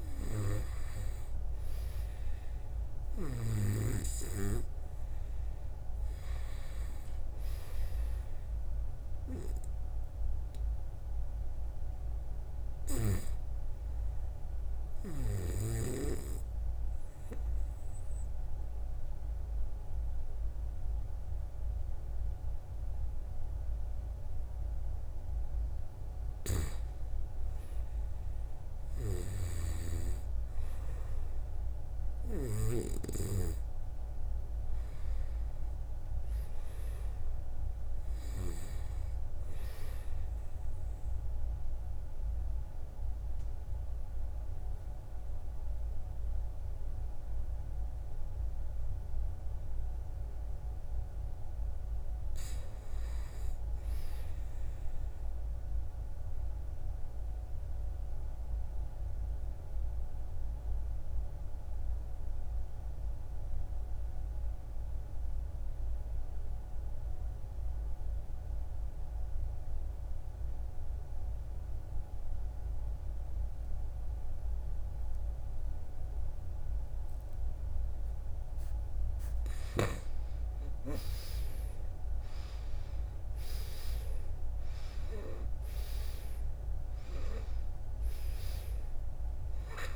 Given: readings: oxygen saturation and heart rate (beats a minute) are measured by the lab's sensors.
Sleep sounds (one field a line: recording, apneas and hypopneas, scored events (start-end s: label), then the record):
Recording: breathing in sleep by a room microphone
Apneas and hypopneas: 2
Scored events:
1.00-17.00 s: oxygen desaturation (device-marked, oxygen 92% before, 86% lowest, heart rate 61 before, 57 extreme)
15.00-26.50 s: obstructive apnea (oxygen 95% before, 84% lowest, heart rate 64 before, 54 extreme, up 5 after)
29.00-33.50 s: arousal
35.00-46.00 s: oxygen desaturation (device-marked, oxygen 95% before, 89% lowest, heart rate 59 before, 54 extreme)
50.50-53.50 s: arousal
55.50-78.50 s: obstructive apnea (oxygen 95% before, 80% lowest, heart rate 59 before, 57 extreme, up 12 after)
58.00-70.00 s: oxygen desaturation (device-marked, oxygen 96% before, 92% lowest, heart rate 58 before, 59 extreme)
72.00-89.96 s: oxygen desaturation (device-marked, oxygen 93% before, 80% lowest, heart rate 59 before, 55 extreme)
80.00-83.50 s: arousal
From the record:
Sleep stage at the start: N2 (light sleep)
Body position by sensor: on the right side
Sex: male